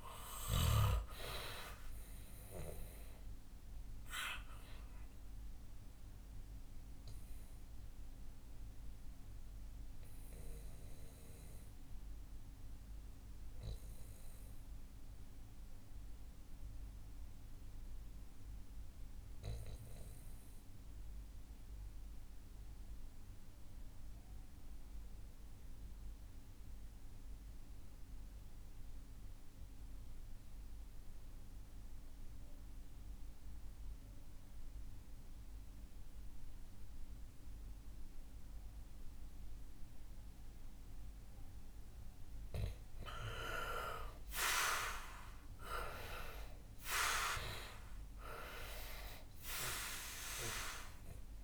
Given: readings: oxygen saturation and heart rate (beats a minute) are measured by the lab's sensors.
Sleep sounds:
breathing in sleep by a room microphone; 1
5.00-42.00 s: mixed apnea (oxygen 97% before, 86% lowest, heart rate 64 before, 58 extreme, up 12 after)
11.00-22.00 s: oxygen desaturation (device-marked, oxygen 94% before, 91% lowest, heart rate 66 before, 60 extreme)
32.00-51.44 s: oxygen desaturation (device-marked, oxygen 98% before, 86% lowest, heart rate 62 before, 58 extreme)
44.50-48.50 s: arousal
From the record:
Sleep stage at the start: N2 (light sleep); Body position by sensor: on the back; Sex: male

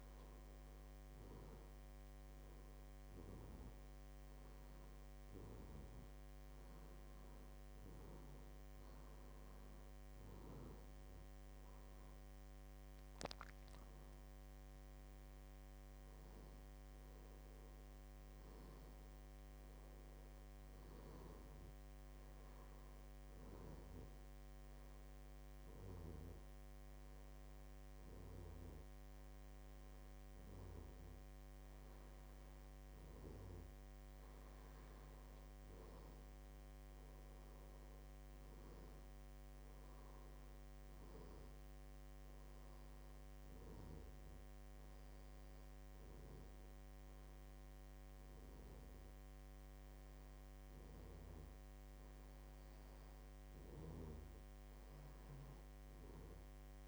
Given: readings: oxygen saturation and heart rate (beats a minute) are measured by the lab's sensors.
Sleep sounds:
breathing in sleep, hard to hear, by a microphone on the trachea; none
13.00-16.50 s: arousal
From the record:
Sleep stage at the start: N2 (light sleep); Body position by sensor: on the back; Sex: male

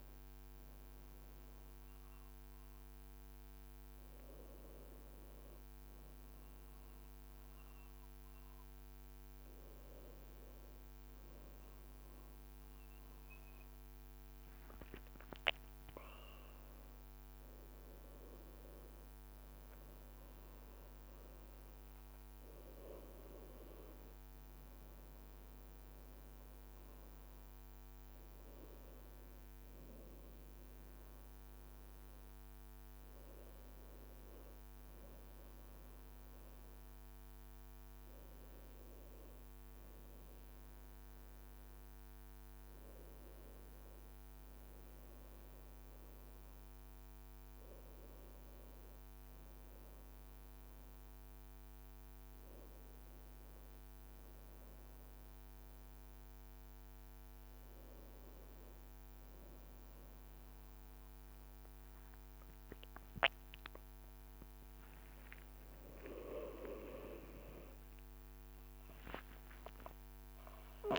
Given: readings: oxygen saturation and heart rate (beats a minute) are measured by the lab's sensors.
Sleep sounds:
breathing in sleep by a microphone on the trachea; none
11.50-17.50 s: leg movement (device-marked)
26.00-36.00 s: leg movement (device-marked)
64.00-70.99 s: leg movement (device-marked)
65.00-69.50 s: arousal
68.50-70.50 s: long interval between heartbeats (device-marked, heart rate 64 before, 80 extreme)
From the record:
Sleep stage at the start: N1 (lightest sleep); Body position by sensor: on the back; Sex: male

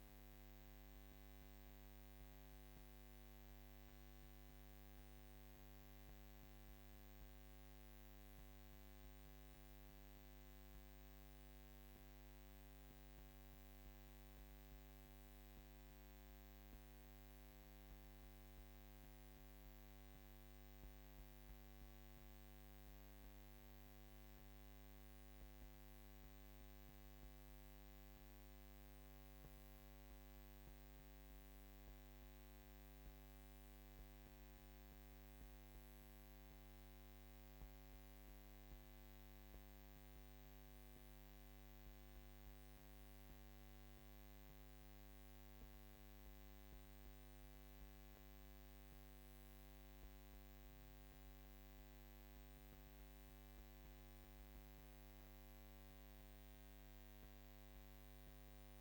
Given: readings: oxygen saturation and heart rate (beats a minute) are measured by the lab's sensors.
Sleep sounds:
breathing in sleep, hard to hear, by a microphone on the trachea; 1
16.00-49.50 s: hypopnea (oxygen 96% before, 94% lowest, heart rate 55 before, 48 extreme, up 7 after)
51.50-56.50 s: arousal
From the record:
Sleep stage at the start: N2 (light sleep); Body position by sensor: on the back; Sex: female

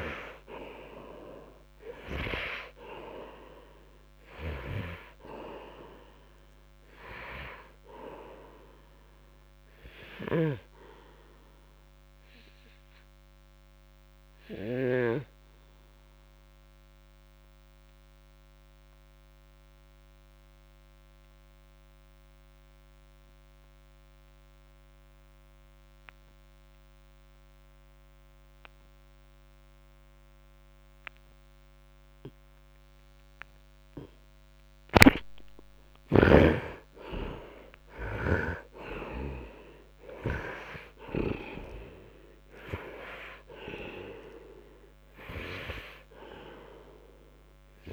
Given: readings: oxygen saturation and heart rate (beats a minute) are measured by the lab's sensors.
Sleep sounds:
breathing in sleep by a microphone on the trachea; 1
0.00-40.00 s: oxygen desaturation (device-marked, oxygen 74% lowest, heart rate 50 extreme)
10.00-33.00 s: obstructive apnea (oxygen 94% before, 73% lowest, heart rate 61 before, 58 extreme)
34.50-38.50 s: arousal
37.00-41.50 s: snoring (device-marked)
From the record:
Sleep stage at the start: N2 (light sleep); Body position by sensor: on the right side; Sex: male

